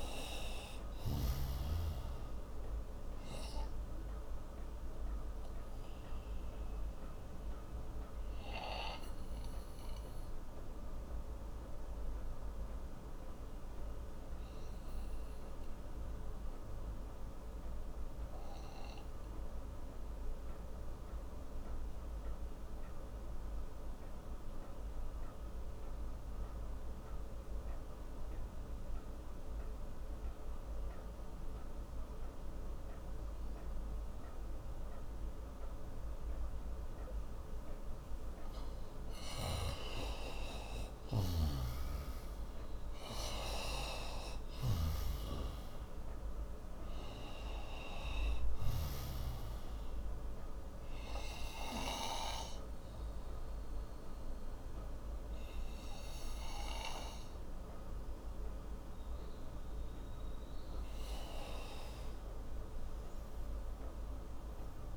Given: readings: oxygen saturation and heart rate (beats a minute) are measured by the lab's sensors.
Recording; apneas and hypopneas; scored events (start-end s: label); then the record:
breathing in sleep by a room microphone; 2
0.00-1.50 s: snoring (device-marked)
0.00-21.50 s: oxygen desaturation (device-marked, oxygen 89% lowest)
6.50-38.50 s: obstructive apnea (oxygen 97% before, 89% lowest)
40.00-43.50 s: arousal
41.00-49.00 s: snoring (device-marked)
49.50-59.50 s: obstructive apnea (oxygen 97% before, 89% lowest)
51.50-64.97 s: oxygen desaturation (device-marked, oxygen 94% before, 89% lowest)
62.50-64.97 s: arousal
From the record:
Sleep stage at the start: N2 (light sleep); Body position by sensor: on the right side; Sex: male